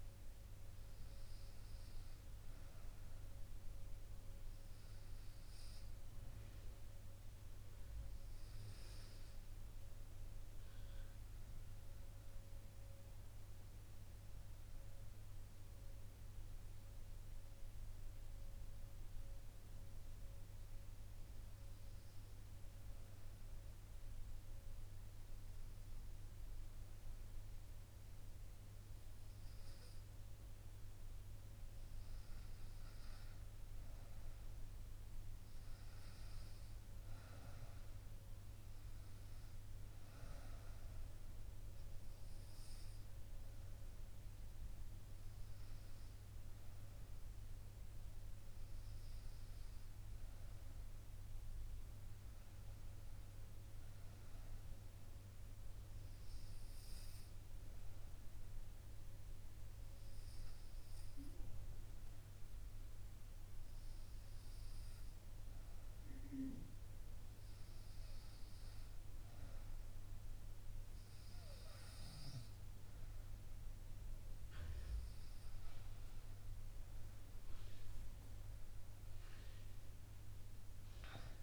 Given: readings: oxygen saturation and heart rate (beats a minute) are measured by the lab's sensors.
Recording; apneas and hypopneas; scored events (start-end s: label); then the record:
breathing in sleep, hard to hear, by a room microphone; 2
14.00-18.00 s: arousal
20.00-31.00 s: obstructive apnea (oxygen 96% before, 94% lowest, heart rate 75 before, 71 extreme, up 0 after)
33.00-38.00 s: arousal
55.50-68.00 s: obstructive apnea (oxygen 97% before, 94% lowest, heart rate 72 before, 69 extreme, up 4 after)
80.00-81.43 s: arousal
From the record:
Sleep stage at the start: REM sleep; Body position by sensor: on the right side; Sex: female